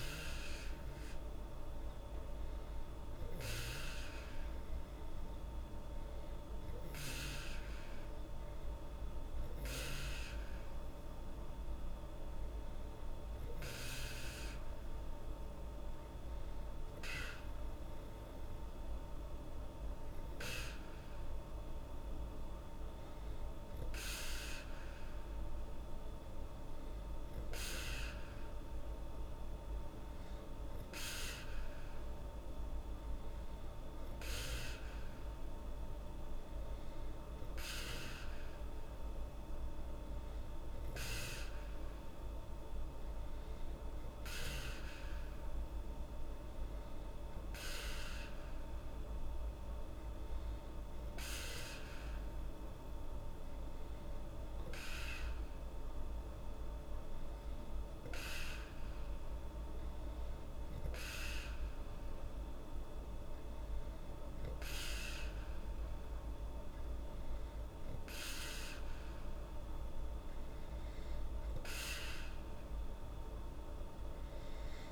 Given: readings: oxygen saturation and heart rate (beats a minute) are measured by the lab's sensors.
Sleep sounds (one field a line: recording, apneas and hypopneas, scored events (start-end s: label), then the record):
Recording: breathing in sleep by a room microphone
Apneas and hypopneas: none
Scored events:
none scored
From the record:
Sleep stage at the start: N2 (light sleep)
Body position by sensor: on the back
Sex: female